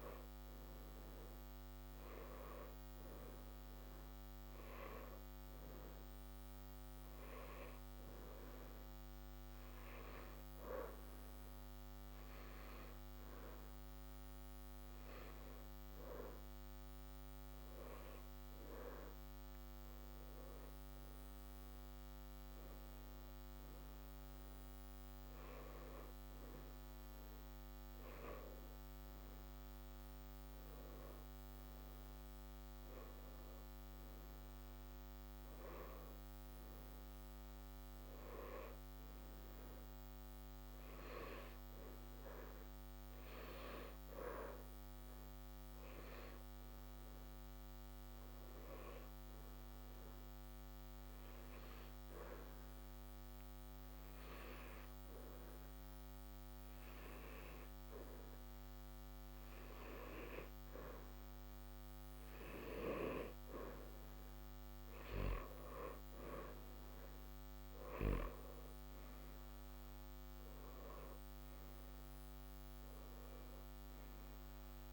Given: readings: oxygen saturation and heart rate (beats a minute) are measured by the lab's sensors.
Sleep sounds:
breathing in sleep by a microphone on the trachea; 2
0.00-14.50 s: oxygen desaturation (device-marked, oxygen 91% lowest, heart rate 63 extreme)
9.00-19.50 s: hypopnea (oxygen 94% before, 89% lowest, heart rate 65 before, 63 extreme, up 0 after)
18.50-74.93 s: new sleep stage, N2 (light sleep)
23.00-26.50 s: arousal
50.00-63.50 s: obstructive apnea (oxygen 92% before, 89% lowest, heart rate 63 before, 62 extreme, up 0 after)
67.50-71.00 s: arousal
From the record:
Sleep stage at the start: N1 (lightest sleep); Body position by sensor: on the back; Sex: male

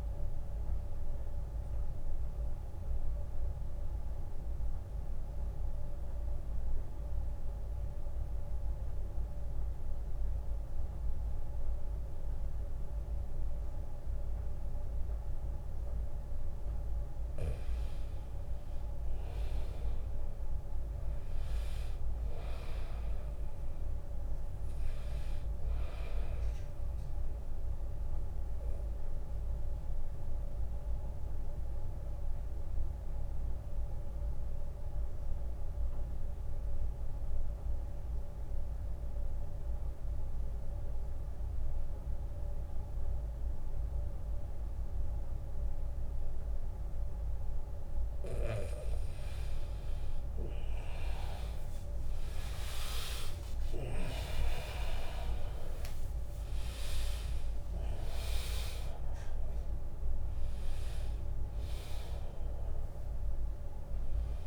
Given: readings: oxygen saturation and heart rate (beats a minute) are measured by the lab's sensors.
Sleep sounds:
breathing in sleep by a room microphone; 2
0.00-10.00 s: oxygen desaturation (device-marked, oxygen 89% lowest, heart rate 73 extreme)
1.00-17.00 s: mixed apnea (oxygen 100% before, 89% lowest, heart rate 77 before, 72 extreme, up 4 after)
19.50-23.00 s: arousal
24.00-42.00 s: oxygen desaturation (device-marked, oxygen 100% before, 94% lowest, heart rate 83 before, 72 extreme)
28.00-48.50 s: mixed apnea (oxygen 100% before, 92% lowest, heart rate 82 before, 69 extreme, up 7 after)
50.00-64.47 s: oxygen desaturation (device-marked, oxygen 99% before, 92% lowest, heart rate 75 before, 67 extreme)
51.00-54.00 s: arousal
55.00-64.47 s: drop in pulse transit time (device-marked, heart rate 75 before, 79 extreme)
From the record:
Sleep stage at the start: N2 (light sleep); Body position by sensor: on the back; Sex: male

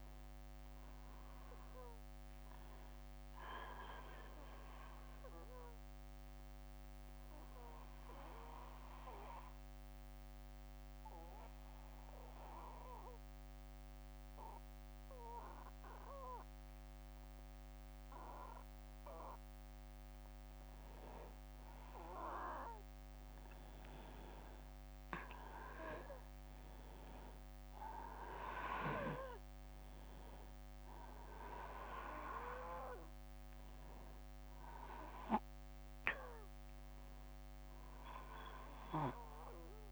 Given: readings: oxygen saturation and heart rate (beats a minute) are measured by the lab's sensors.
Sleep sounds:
breathing in sleep by a microphone on the trachea; 1
0.00-9.00 s: oxygen desaturation (device-marked, oxygen 93% lowest, heart rate 60 extreme)
6.00-19.50 s: mixed apnea (oxygen 96% before, 93% lowest, heart rate 65 before, 60 extreme, up 5 after)
21.50-24.50 s: arousal
23.00-35.00 s: oxygen desaturation (device-marked, oxygen 97% before, 93% lowest, heart rate 62 before, 63 extreme)
From the record:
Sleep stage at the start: N1 (lightest sleep); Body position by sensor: on the back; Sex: male

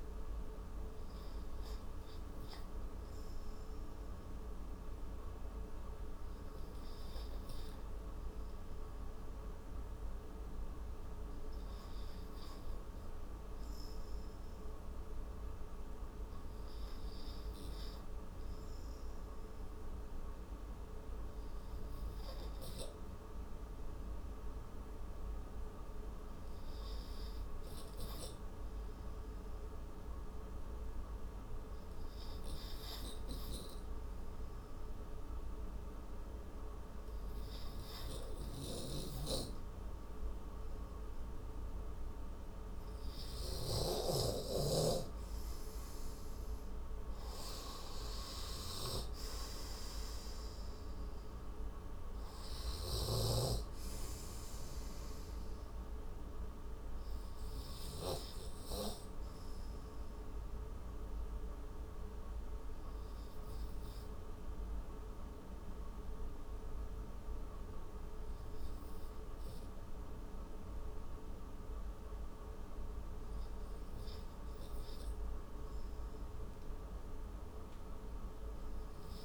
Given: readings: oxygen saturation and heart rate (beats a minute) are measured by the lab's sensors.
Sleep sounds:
breathing in sleep, hard to hear, by a room microphone; 2
0.00-7.50 s: oxygen desaturation (device-marked, oxygen 87% lowest, heart rate 28 extreme)
23.00-40.50 s: hypopnea (oxygen 94% before, 88% lowest, heart rate 71 before, 49 extreme, up 21 after)
40.50-50.50 s: oxygen desaturation (device-marked, oxygen 92% before, 89% lowest, heart rate 68 before, 36 extreme)
43.50-47.00 s: arousal
61.00-74.50 s: obstructive apnea (oxygen 92% before, 89% lowest)
From the record:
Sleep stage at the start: N2 (light sleep); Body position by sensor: on the right side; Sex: male

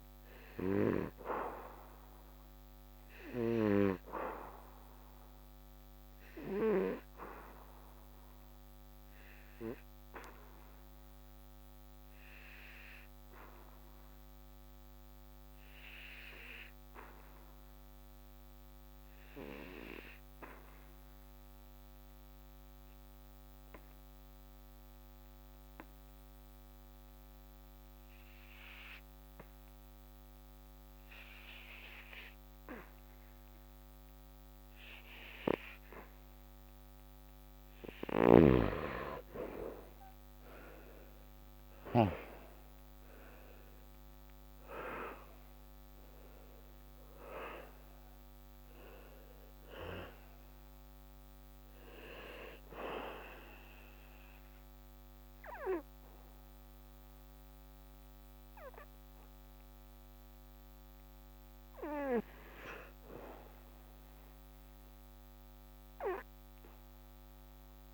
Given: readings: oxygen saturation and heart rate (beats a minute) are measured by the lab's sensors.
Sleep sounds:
breathing in sleep by a microphone on the trachea; 2
7.00-24.00 s: oxygen desaturation (device-marked, oxygen 96% before, 90% lowest, heart rate 73 before, 64 extreme)
10.50-38.00 s: obstructive apnea (oxygen 97% before, 80% lowest, heart rate 73 before, 64 extreme, up 15 after)
40.50-45.00 s: arousal
46.00-67.94 s: oxygen desaturation (device-marked, oxygen 95% before, 80% lowest, heart rate 68 before, 70 extreme)
53.00-63.00 s: obstructive apnea (oxygen 96% before, 80% lowest, heart rate 76 before, 70 extreme, up 0 after)
From the record:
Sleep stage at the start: N2 (light sleep); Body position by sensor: on the back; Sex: male

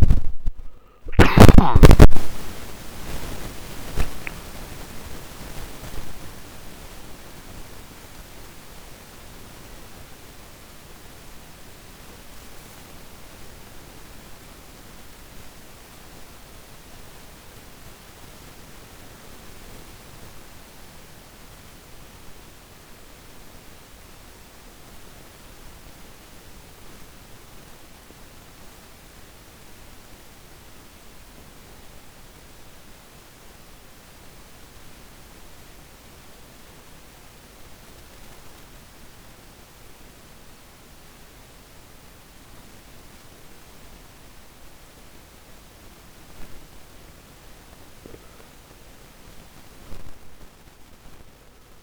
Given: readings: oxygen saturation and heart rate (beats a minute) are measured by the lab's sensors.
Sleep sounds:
breathing in sleep by a microphone on the trachea; 1
0.00-1.50 s: arousal
21.50-47.50 s: obstructive apnea (oxygen 99% before, 84% lowest, heart rate 74 before, 51 extreme, up 9 after)
26.00-40.00 s: oxygen desaturation (device-marked, oxygen 95% before, 84% lowest, heart rate 69 before, 54 extreme)
49.50-51.83 s: arousal
From the record:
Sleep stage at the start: N2 (light sleep); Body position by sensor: on the back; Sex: male

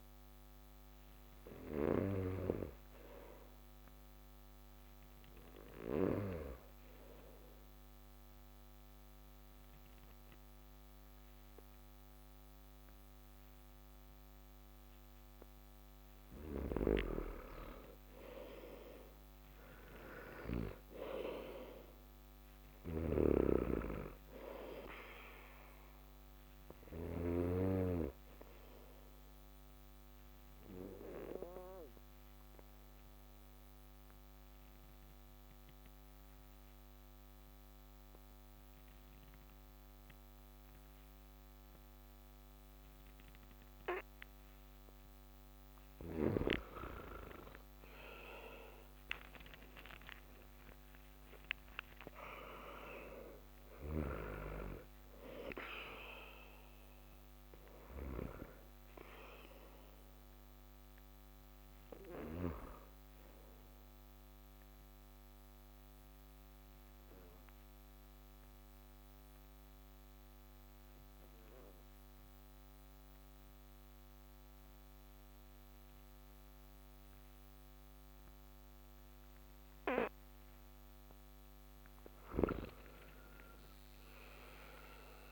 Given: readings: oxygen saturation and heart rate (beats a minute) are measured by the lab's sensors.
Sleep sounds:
breathing in sleep by a microphone on the trachea; 3
0.00-2.00 s: arousal
0.00-2.00 s: snoring (device-marked)
0.00-4.00 s: oxygen desaturation (device-marked, oxygen 90% lowest)
6.00-19.00 s: oxygen desaturation (device-marked, oxygen 95% before, 92% lowest)
6.50-16.50 s: obstructive apnea (oxygen 95% before, 86% lowest)
16.50-20.50 s: snoring (device-marked)
19.50-23.00 s: arousal
22.50-27.00 s: snoring (device-marked)
29.00-45.00 s: obstructive apnea (oxygen 95% before, 86% lowest)
30.00-46.00 s: oxygen desaturation (device-marked, oxygen 94% before, 89% lowest)
48.50-52.50 s: arousal
56.00-75.00 s: oxygen desaturation (device-marked, oxygen 95% before, 86% lowest)
65.00-81.00 s: obstructive apnea (oxygen 95% before, 86% lowest)
83.50-85.32 s: arousal
From the record:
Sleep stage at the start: N2 (light sleep); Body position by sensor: on the back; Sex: male

